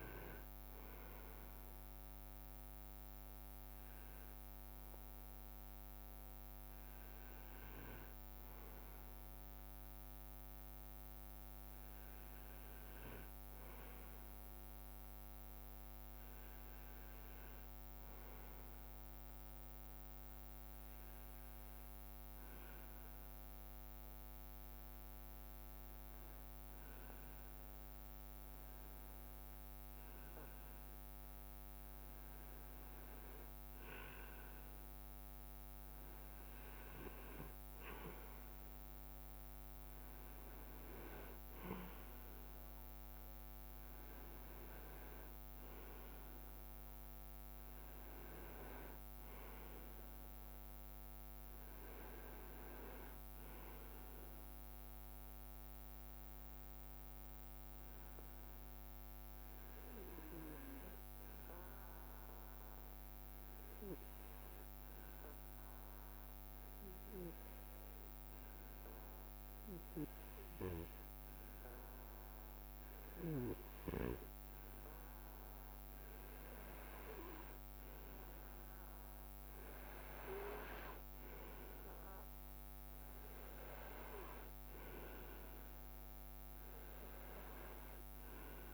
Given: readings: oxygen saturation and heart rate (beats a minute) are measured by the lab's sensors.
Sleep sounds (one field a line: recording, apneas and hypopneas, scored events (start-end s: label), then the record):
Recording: breathing in sleep by a microphone on the trachea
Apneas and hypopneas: 2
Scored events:
20.50-33.50 s: hypopnea (oxygen 99% before, 96% lowest, heart rate 63 before, 64 extreme, up 4 after)
37.00-42.50 s: arousal
55.50-74.50 s: hypopnea (oxygen 98% before, 96% lowest, heart rate 67 before, 62 extreme, up 6 after)
77.00-81.00 s: arousal
From the record:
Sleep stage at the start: REM sleep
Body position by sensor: on the right side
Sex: male